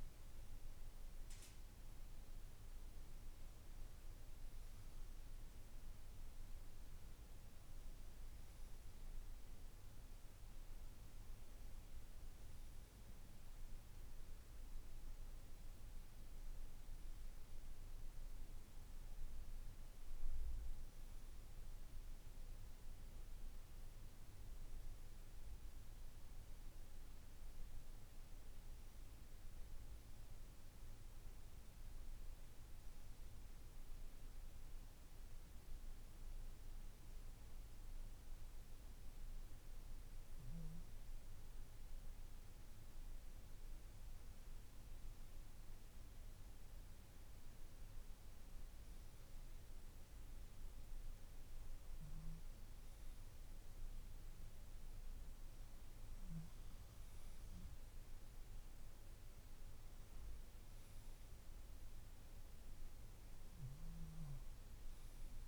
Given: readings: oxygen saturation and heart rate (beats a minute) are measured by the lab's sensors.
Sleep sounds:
breathing in sleep, hard to hear, by a room microphone; none
none scored
From the record:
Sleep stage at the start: N2 (light sleep); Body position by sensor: on the left side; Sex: male

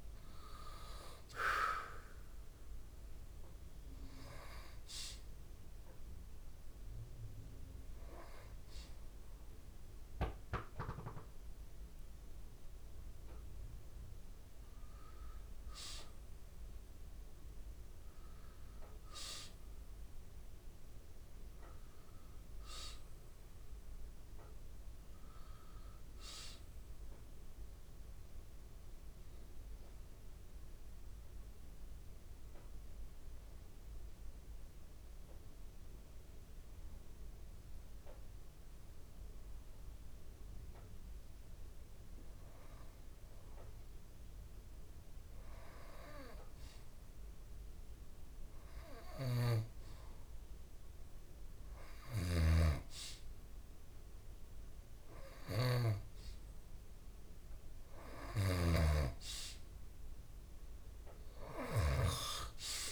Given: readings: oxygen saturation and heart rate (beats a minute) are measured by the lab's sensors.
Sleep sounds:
breathing in sleep by a room microphone; 2
0.00-13.00 s: oxygen desaturation (device-marked, oxygen 87% lowest)
3.50-15.00 s: hypopnea (oxygen 98% before, 87% lowest)
18.00-21.50 s: arousal
29.00-45.50 s: hypopnea (oxygen 98% before, 89% lowest)
45.00-62.92 s: oxygen desaturation (device-marked, oxygen 96% before, 89% lowest)
48.00-51.50 s: arousal
From the record:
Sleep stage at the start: N2 (light sleep); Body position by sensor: on the back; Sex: male

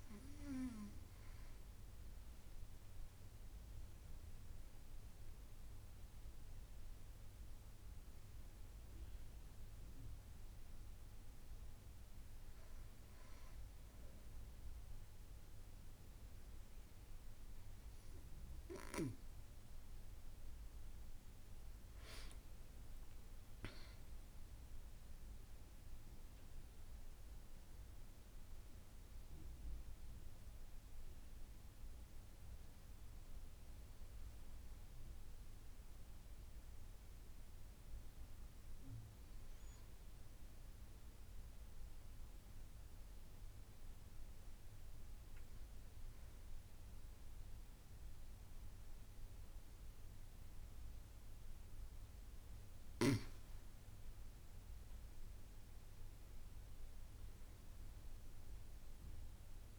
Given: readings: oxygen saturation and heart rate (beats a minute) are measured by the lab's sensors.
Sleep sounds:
breathing in sleep, hard to hear, by a room microphone; none
none scored
From the record:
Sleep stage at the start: N2 (light sleep); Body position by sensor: on the back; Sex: female

